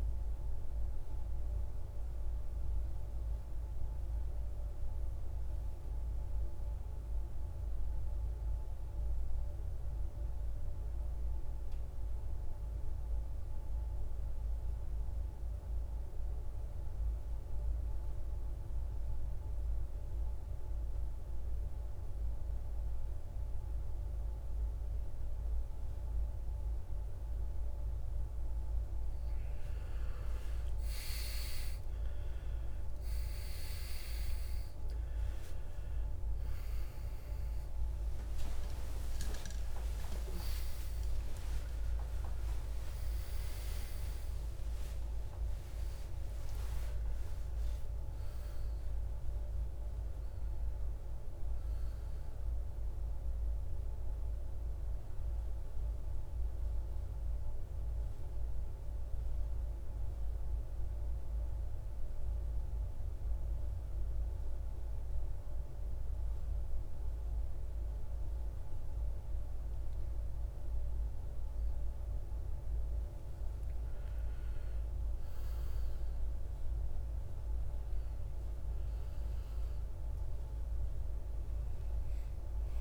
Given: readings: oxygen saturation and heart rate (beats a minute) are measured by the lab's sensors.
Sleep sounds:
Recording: breathing in sleep, hard to hear, by a room microphone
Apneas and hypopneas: 2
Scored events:
0.00-3.50 s: oxygen desaturation (device-marked, oxygen 89% lowest, heart rate 51 extreme)
5.00-27.50 s: obstructive apnea (oxygen 98% before, 86% lowest, heart rate 69 before, 51 extreme, up 16 after)
26.50-55.50 s: oxygen desaturation (device-marked, oxygen 98% before, 86% lowest, heart rate 55 before, 51 extreme)
37.50-44.00 s: arousal
55.50-70.50 s: obstructive apnea (oxygen 96% before, 88% lowest, heart rate 77 before, 51 extreme, up 8 after)
73.50-76.00 s: arousal
77.50-82.81 s: oxygen desaturation (device-marked, oxygen 99% before, 94% lowest, heart rate 54 before, 58 extreme)
From the record:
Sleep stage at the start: N2 (light sleep)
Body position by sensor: on the right side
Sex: male

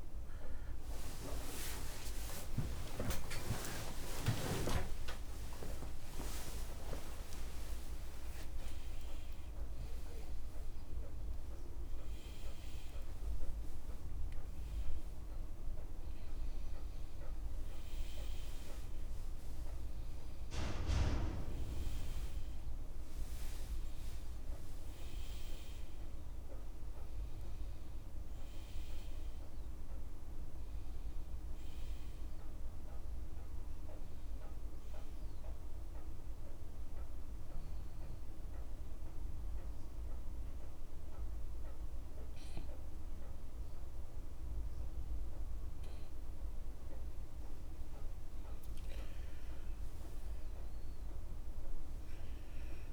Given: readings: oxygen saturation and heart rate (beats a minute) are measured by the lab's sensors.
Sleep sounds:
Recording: breathing in sleep by a room microphone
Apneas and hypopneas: 1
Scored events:
0.00-21.00 s: oxygen desaturation (device-marked, oxygen 81% lowest)
1.00-7.50 s: arousal
1.00-12.00 s: tachycardia (device-marked)
4.50-6.50 s: long interval between heartbeats (device-marked)
7.00-9.00 s: long interval between heartbeats (device-marked)
10.00-12.00 s: long interval between heartbeats (device-marked, heart rate 49 before, 130 extreme)
12.00-42.00 s: new sleep stage, N1 (lightest sleep)
14.00-16.00 s: long interval between heartbeats (device-marked, heart rate 74 before, 98 extreme)
37.50-48.00 s: hypopnea (oxygen 100% before, 88% lowest, heart rate 62 before, 53 extreme, up 18 after)
42.00-52.93 s: new sleep stage, N2 (light sleep)
42.50-44.50 s: long interval between heartbeats (device-marked, heart rate 56 before, 60 extreme)
46.00-48.00 s: long interval between heartbeats (device-marked, heart rate 56 before, 68 extreme)
50.00-52.93 s: arousal
From the record:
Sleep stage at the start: N2 (light sleep)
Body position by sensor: on the left side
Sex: male

